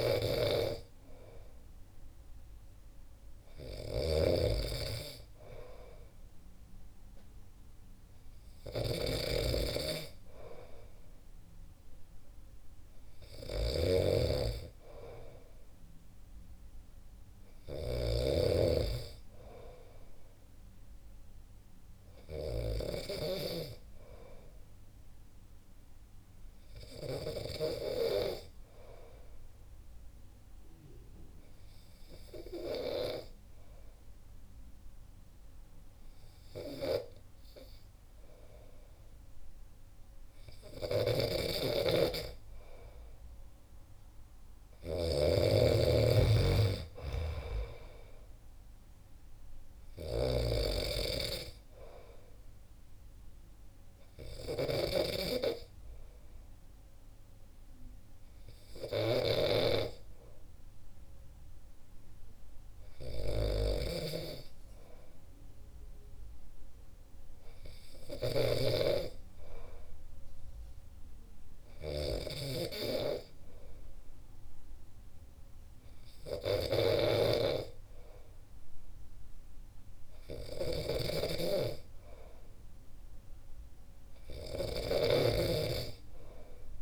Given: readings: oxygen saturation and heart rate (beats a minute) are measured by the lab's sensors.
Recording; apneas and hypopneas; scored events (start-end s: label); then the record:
breathing in sleep by a room microphone; 2
0.00-23.00 s: snoring (device-marked)
30.00-43.00 s: hypopnea (oxygen 95% before, 91% lowest, heart rate 65 before, 64 extreme, up 3 after)
41.00-86.81 s: snoring (device-marked)
46.50-50.50 s: arousal
46.50-69.50 s: oxygen desaturation (device-marked, oxygen 95% before, 91% lowest, heart rate 65 before, 63 extreme)
58.00-81.50 s: hypopnea (oxygen 95% before, 91% lowest, heart rate 65 before, 63 extreme, up 3 after)
85.00-86.81 s: arousal
From the record:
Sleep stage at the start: N2 (light sleep); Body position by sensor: on the back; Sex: male